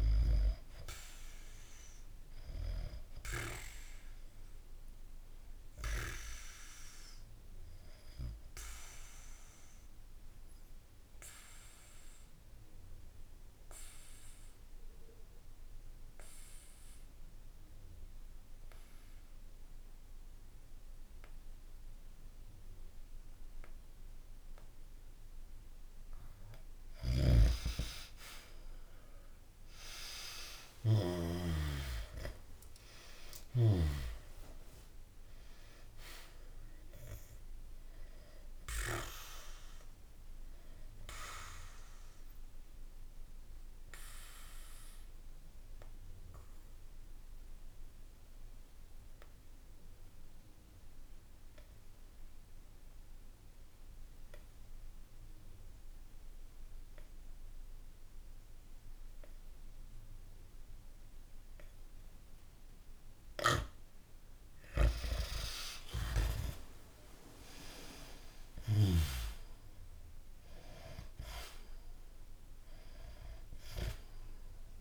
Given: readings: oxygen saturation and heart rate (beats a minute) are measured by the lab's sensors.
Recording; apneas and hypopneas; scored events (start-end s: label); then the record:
breathing in sleep by a room microphone; 2
0.00-22.50 s: oxygen desaturation (device-marked, oxygen 89% lowest, heart rate 64 extreme)
7.00-26.00 s: obstructive apnea (oxygen 97% before, 89% lowest, heart rate 65 before, 64 extreme, up 28 after)
27.00-34.00 s: snoring (device-marked)
27.50-32.00 s: arousal
31.50-52.50 s: oxygen desaturation (device-marked, oxygen 98% before, 91% lowest, heart rate 68 before, 62 extreme)
39.50-64.00 s: obstructive apnea (oxygen 98% before, 90% lowest, heart rate 75 before, 60 extreme, up 3 after)
64.50-69.00 s: snoring (device-marked)
65.00-70.00 s: arousal
69.50-74.81 s: oxygen desaturation (device-marked, oxygen 98% before, 90% lowest, heart rate 65 before, 60 extreme)
From the record:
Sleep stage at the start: N2 (light sleep); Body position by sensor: on the back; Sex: male